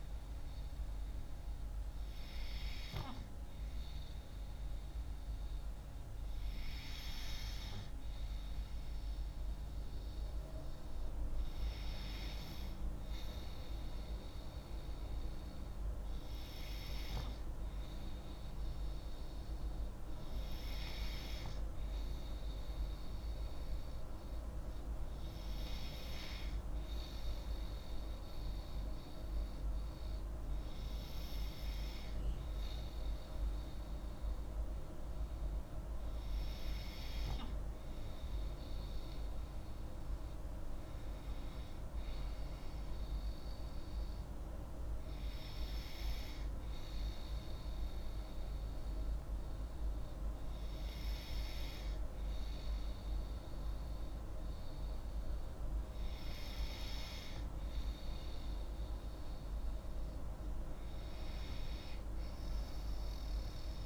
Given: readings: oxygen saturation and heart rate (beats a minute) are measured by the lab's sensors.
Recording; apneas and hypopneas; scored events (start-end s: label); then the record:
breathing in sleep by a room microphone; none
none scored
From the record:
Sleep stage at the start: N2 (light sleep); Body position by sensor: on the left side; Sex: female